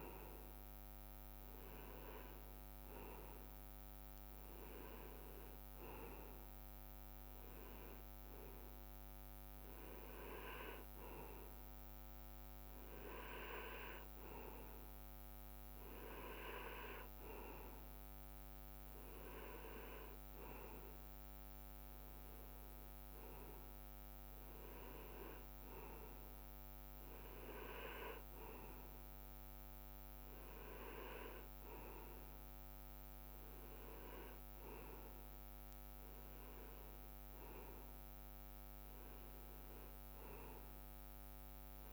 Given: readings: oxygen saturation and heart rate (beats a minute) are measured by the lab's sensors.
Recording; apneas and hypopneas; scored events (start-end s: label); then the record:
breathing in sleep by a microphone on the trachea; none
none scored
From the record:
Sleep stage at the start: REM sleep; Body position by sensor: on the right side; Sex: male